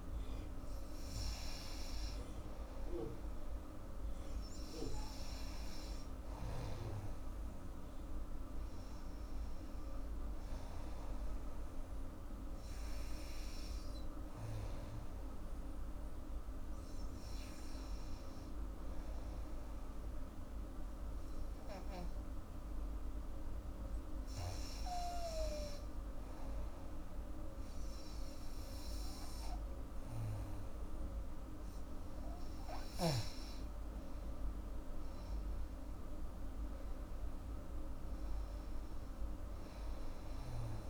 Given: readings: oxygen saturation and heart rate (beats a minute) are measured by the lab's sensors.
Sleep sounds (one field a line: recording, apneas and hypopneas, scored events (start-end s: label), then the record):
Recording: breathing in sleep, hard to hear, by a room microphone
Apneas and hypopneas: 1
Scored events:
19.50-31.50 s: hypopnea (oxygen 95% before, 92% lowest, heart rate 84 before, 80 extreme, up 7 after)
33.00-40.90 s: oxygen desaturation (device-marked, oxygen 96% before, 92% lowest, heart rate 82 before, 80 extreme)
33.50-37.50 s: arousal
From the record:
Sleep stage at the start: N2 (light sleep)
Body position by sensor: on the back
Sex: female